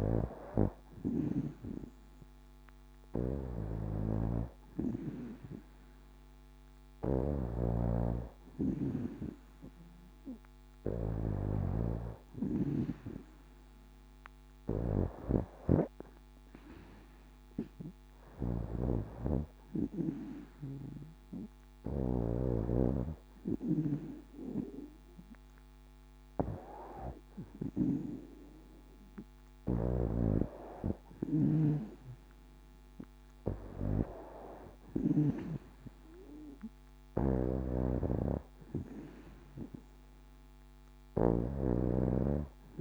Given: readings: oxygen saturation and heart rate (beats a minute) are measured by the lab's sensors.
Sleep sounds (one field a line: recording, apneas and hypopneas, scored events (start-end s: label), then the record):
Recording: breathing in sleep by a microphone on the trachea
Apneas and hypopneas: none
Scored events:
0.00-12.50 s: snoring (device-marked)
14.50-22.00 s: snoring (device-marked)
29.50-35.00 s: snoring (device-marked)
37.00-42.81 s: snoring (device-marked)
From the record:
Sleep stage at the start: N2 (light sleep)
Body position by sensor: on the back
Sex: female